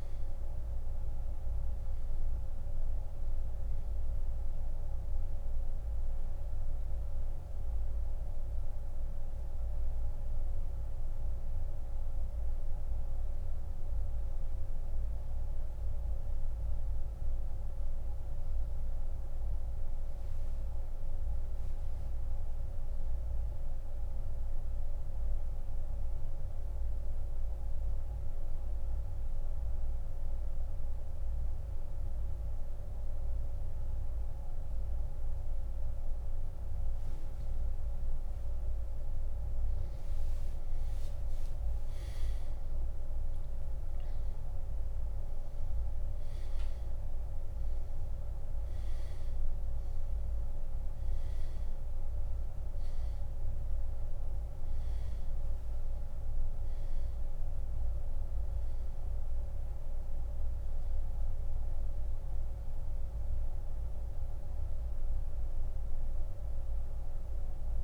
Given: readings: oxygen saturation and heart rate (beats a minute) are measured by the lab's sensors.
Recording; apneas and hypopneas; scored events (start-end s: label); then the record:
breathing in sleep, hard to hear, by a room microphone; 1
2.00-33.00 s: oxygen desaturation (device-marked, oxygen 95% before, 89% lowest)
7.00-37.50 s: central apnea (oxygen 97% before, 89% lowest)
41.00-46.00 s: arousal
62.00-67.84 s: oxygen desaturation (device-marked, oxygen 95% before, 89% lowest, heart rate 64 before, 48 extreme)
From the record:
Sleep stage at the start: N2 (light sleep); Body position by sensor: on the back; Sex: male